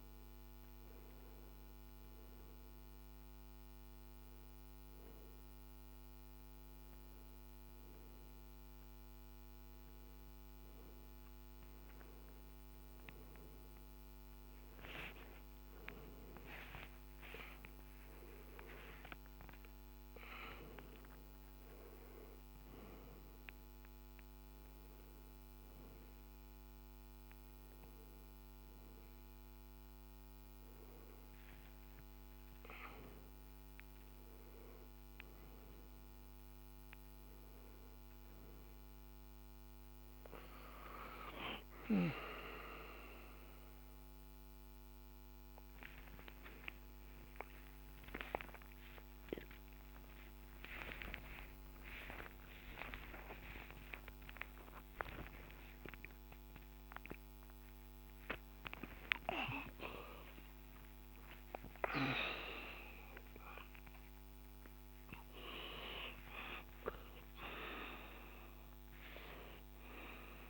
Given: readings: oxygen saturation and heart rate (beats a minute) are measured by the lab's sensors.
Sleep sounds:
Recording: a person awake in a sleep study, by a microphone on the trachea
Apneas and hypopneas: none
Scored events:
8.50-70.50 s: new sleep stage, awake
46.50-58.50 s: tachycardia (device-marked, heart rate 67 before, 158 extreme)
From the record:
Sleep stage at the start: N2 (light sleep)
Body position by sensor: on the back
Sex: male

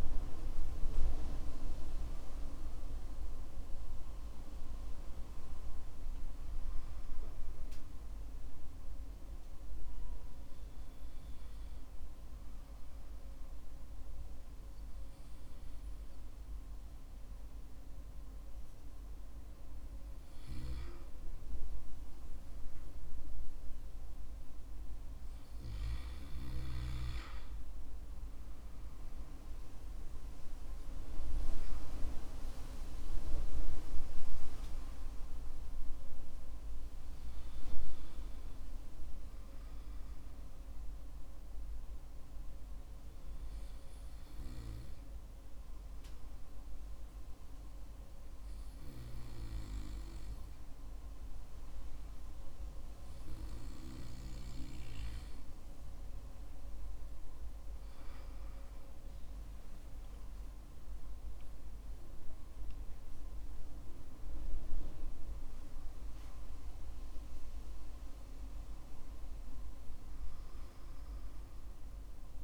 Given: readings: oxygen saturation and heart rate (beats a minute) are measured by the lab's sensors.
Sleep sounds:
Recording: breathing in sleep by a room microphone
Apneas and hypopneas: 2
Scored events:
8.00-20.50 s: hypopnea (oxygen 97% before, 94% lowest, heart rate 61 before, 48 extreme, up 14 after)
22.50-25.50 s: arousal
42.00-57.50 s: hypopnea (oxygen 97% before, 94% lowest, heart rate 57 before, 53 extreme, up 16 after)
60.50-64.50 s: arousal
From the record:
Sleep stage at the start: N2 (light sleep)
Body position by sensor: on the back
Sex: male

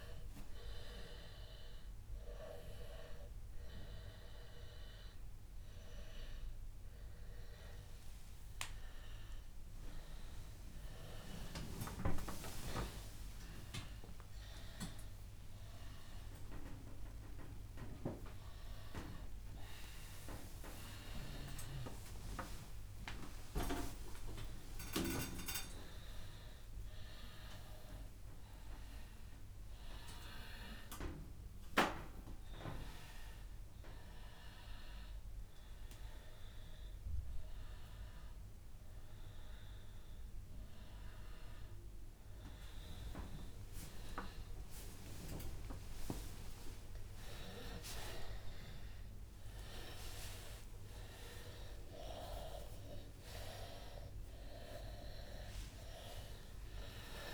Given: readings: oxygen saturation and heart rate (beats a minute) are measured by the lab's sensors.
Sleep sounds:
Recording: a person awake in a sleep study, by a room microphone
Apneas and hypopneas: none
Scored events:
0.00-11.50 s: oxygen desaturation (device-marked, oxygen 91% lowest, heart rate 93 extreme)
8.50-57.34 s: new sleep stage, awake
18.50-20.50 s: long interval between heartbeats (device-marked, heart rate 95 before, 118 extreme)
23.00-25.00 s: long interval between heartbeats (device-marked, heart rate 102 before, 148 extreme)
31.00-33.00 s: long interval between heartbeats (device-marked, heart rate 116 before, 117 extreme)
46.00-48.00 s: long interval between heartbeats (device-marked, heart rate 112 before, 111 extreme)
49.00-51.00 s: long interval between heartbeats (device-marked, heart rate 112 before, 142 extreme)
52.00-54.00 s: long interval between heartbeats (device-marked, heart rate 117 before, 166 extreme)
54.00-56.00 s: long interval between heartbeats (device-marked, heart rate 122 before, 171 extreme)
From the record:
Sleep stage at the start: N2 (light sleep)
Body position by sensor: on the right side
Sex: male

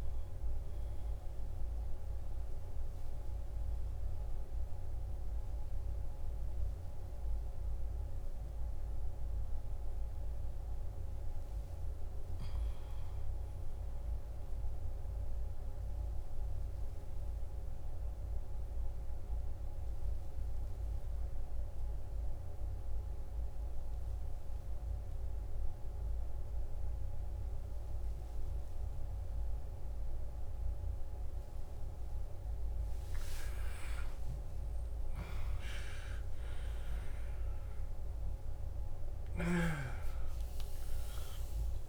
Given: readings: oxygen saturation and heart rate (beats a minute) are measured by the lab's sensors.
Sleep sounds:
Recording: breathing in sleep, hard to hear, by a room microphone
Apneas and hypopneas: 1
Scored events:
0.00-11.00 s: oxygen desaturation (device-marked, oxygen 88% lowest, heart rate 56 extreme)
17.00-32.00 s: hypopnea (oxygen 99% before, 90% lowest, heart rate 69 before, 53 extreme, up 12 after)
18.00-41.89 s: new sleep stage, N2 (light sleep)
26.00-41.89 s: oxygen desaturation (device-marked, oxygen 99% before, 90% lowest, heart rate 60 before, 53 extreme)
34.50-39.00 s: arousal
40.50-41.89 s: long interval between heartbeats (device-marked, heart rate 60 before, 78 extreme)
From the record:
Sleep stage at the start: N1 (lightest sleep)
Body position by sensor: on the left side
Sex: male

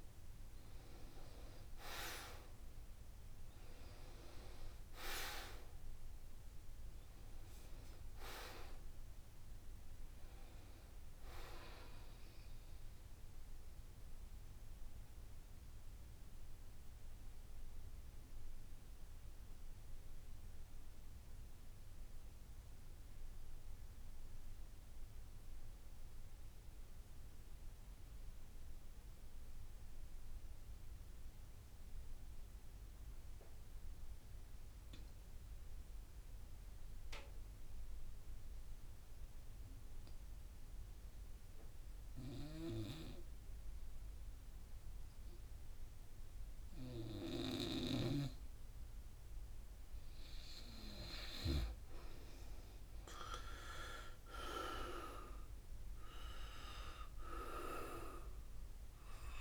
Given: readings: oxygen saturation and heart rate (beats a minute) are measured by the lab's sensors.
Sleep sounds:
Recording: breathing in sleep by a room microphone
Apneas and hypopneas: 1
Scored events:
0.00-23.00 s: oxygen desaturation (device-marked, oxygen 79% lowest, heart rate 65 extreme)
14.00-51.00 s: mixed apnea (oxygen 92% before, 77% lowest, heart rate 74 before, 65 extreme, up 15 after)
41.00-59.41 s: oxygen desaturation (device-marked, oxygen 97% before, 80% lowest, heart rate 71 before, 68 extreme)
54.00-56.00 s: long interval between heartbeats (device-marked, heart rate 72 before, 85 extreme)
54.00-57.50 s: arousal
From the record:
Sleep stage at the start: N2 (light sleep)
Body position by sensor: on the back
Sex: male

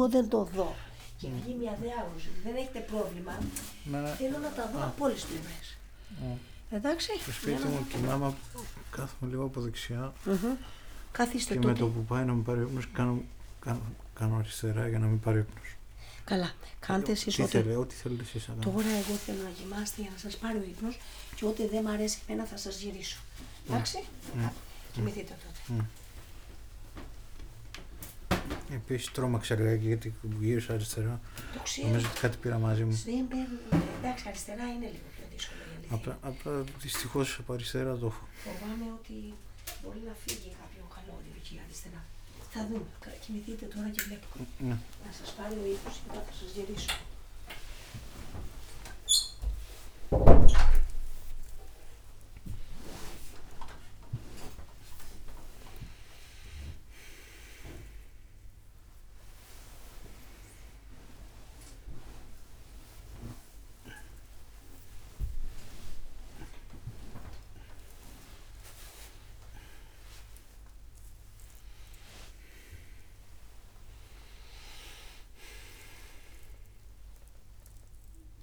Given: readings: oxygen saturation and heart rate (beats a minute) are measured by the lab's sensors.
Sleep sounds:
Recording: a person awake in a sleep study, by a room microphone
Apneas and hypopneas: none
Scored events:
7.00-17.50 s: snoring (device-marked)
40.00-52.00 s: oxygen desaturation (device-marked, oxygen 98% before, 94% lowest, heart rate 96 before, 89 extreme)
From the record:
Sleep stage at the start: awake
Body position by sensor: on the back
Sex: male

